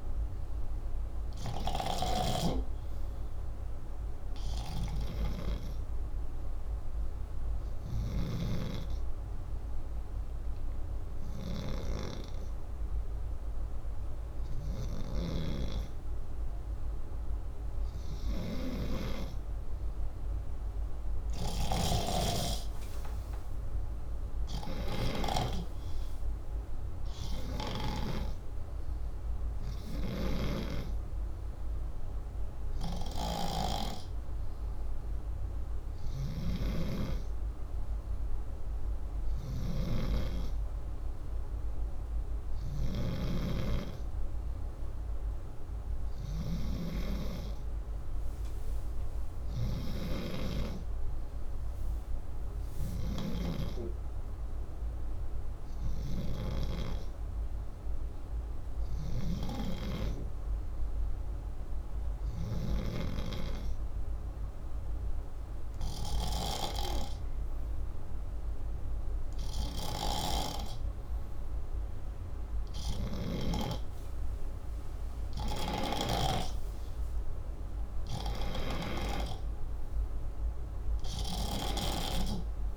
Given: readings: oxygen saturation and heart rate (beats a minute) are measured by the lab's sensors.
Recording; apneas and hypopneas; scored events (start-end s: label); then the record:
breathing in sleep by a room microphone; 2
5.50-17.00 s: obstructive apnea (oxygen 96% before, 91% lowest, heart rate 69 before, 65 extreme, up 23 after)
20.50-25.00 s: arousal
21.00-25.00 s: snoring (device-marked)
33.00-36.00 s: oxygen desaturation (device-marked, oxygen 94% before, 91% lowest, heart rate 84 before, 65 extreme)
38.00-56.50 s: hypopnea (oxygen 95% before, 92% lowest, heart rate 83 before, 63 extreme, up 1 after)
39.00-46.50 s: snoring (device-marked)
52.50-59.00 s: snoring (device-marked)
59.00-63.00 s: arousal
From the record:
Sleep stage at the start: N2 (light sleep); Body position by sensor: upright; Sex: male